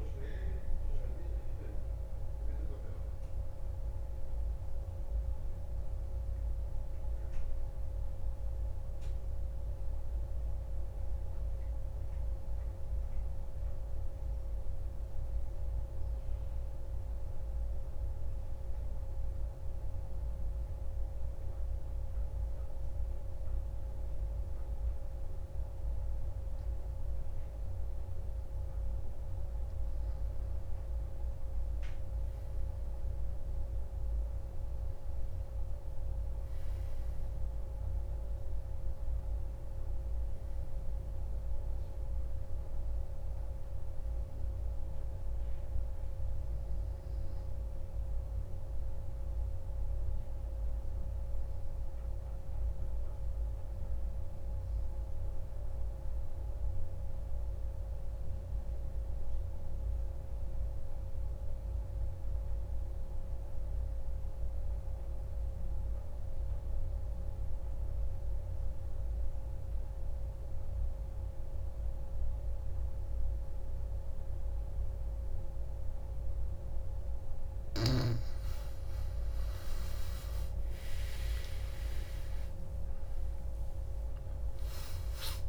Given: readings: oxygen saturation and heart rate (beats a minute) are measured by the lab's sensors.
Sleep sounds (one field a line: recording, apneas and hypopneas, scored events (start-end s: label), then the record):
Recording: breathing in sleep, hard to hear, by a room microphone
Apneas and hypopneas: 2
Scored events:
10.00-28.50 s: obstructive apnea (oxygen 95% before, 91% lowest)
31.00-36.00 s: arousal
37.00-56.00 s: oxygen desaturation (device-marked, oxygen 96% before, 93% lowest)
47.50-77.00 s: obstructive apnea (oxygen 96% before, 90% lowest)
75.00-85.49 s: oxygen desaturation (device-marked, oxygen 96% before, 90% lowest)
79.00-83.50 s: arousal
84.00-85.49 s: new sleep stage, N1 (lightest sleep)
From the record:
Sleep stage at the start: N2 (light sleep)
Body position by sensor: on the back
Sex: male